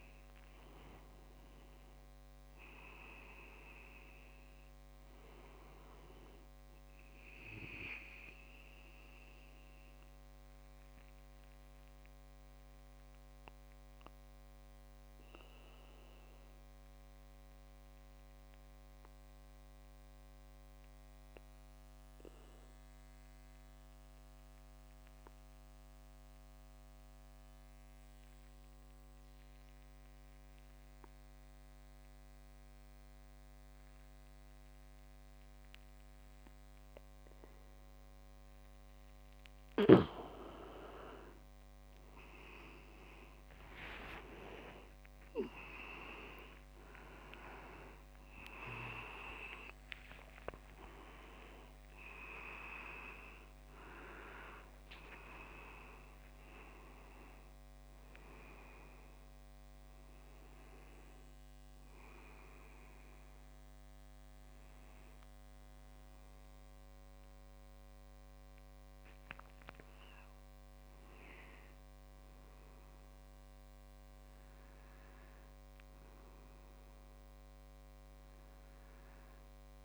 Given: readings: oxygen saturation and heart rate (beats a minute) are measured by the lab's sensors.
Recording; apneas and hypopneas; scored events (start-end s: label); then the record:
breathing in sleep by a microphone on the trachea; 1
0.00-12.00 s: oxygen desaturation (device-marked, oxygen 90% lowest)
9.50-39.00 s: obstructive apnea (oxygen 96% before, 90% lowest)
40.00-44.00 s: tachycardia (device-marked)
40.00-50.00 s: oxygen desaturation (device-marked, oxygen 97% before, 93% lowest)
47.00-55.00 s: arousal
59.00-79.85 s: new sleep stage, N1 (lightest sleep)
From the record:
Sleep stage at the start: N2 (light sleep); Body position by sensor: on the back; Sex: male